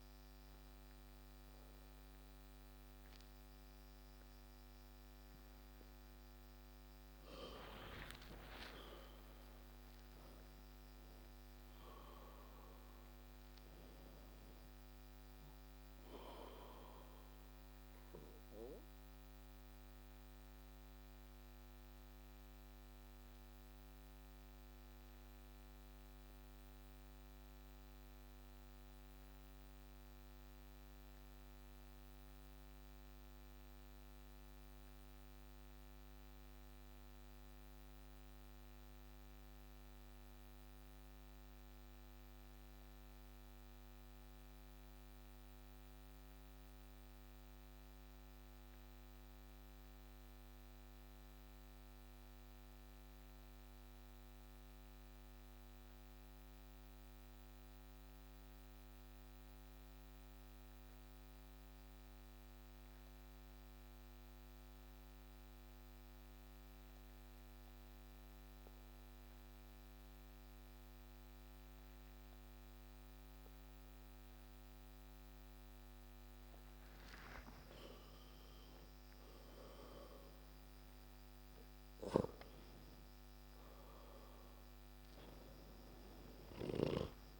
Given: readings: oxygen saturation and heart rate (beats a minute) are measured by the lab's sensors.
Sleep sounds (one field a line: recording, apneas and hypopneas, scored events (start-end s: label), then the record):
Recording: breathing in sleep by a microphone on the trachea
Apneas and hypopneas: 1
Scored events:
0.00-9.50 s: oxygen desaturation (device-marked, oxygen 93% lowest)
19.00-74.50 s: obstructive apnea (oxygen 96% before, 90% lowest)
77.00-81.50 s: arousal
79.50-87.40 s: oxygen desaturation (device-marked, oxygen 96% before, 91% lowest)
From the record:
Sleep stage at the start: N2 (light sleep)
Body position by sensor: on the back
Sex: male